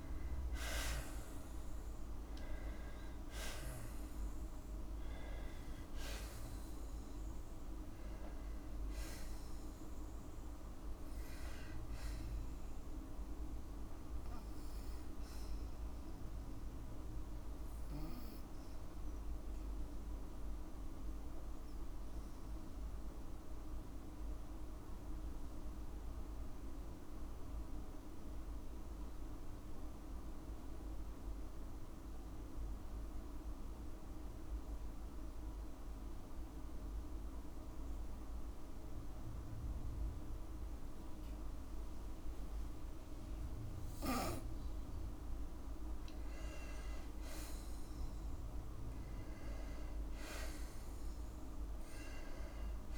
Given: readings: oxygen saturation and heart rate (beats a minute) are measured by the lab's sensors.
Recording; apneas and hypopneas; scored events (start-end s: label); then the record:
breathing in sleep, hard to hear, by a room microphone; 1
0.00-1.00 s: arousal
18.00-43.00 s: obstructive apnea (oxygen 98% before, 90% lowest, heart rate 59 before, 53 extreme, up 4 after)
26.00-40.00 s: oxygen desaturation (device-marked, oxygen 97% before, 90% lowest, heart rate 57 before, 53 extreme)
46.50-49.00 s: arousal
From the record:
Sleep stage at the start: N2 (light sleep); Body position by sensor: on the back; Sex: female